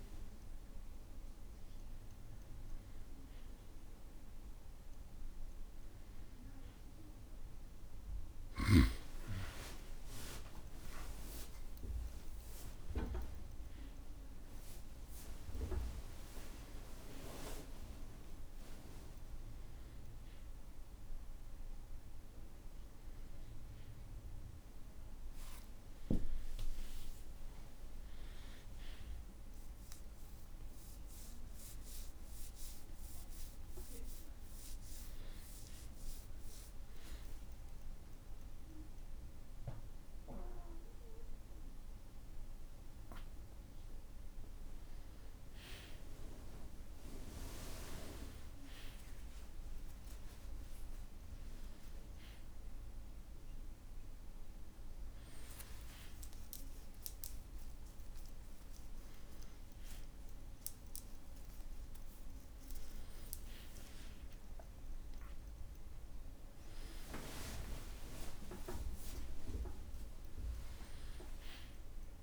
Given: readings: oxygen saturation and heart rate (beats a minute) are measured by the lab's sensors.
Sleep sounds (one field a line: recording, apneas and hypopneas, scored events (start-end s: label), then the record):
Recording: breathing in sleep by a room microphone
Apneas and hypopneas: none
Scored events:
29.00-35.50 s: arousal
33.00-35.00 s: long interval between heartbeats (device-marked, heart rate 66 before, 86 extreme)
56.00-58.00 s: long interval between heartbeats (device-marked, heart rate 69 before, 84 extreme)
From the record:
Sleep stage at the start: N1 (lightest sleep)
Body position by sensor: on the back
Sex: male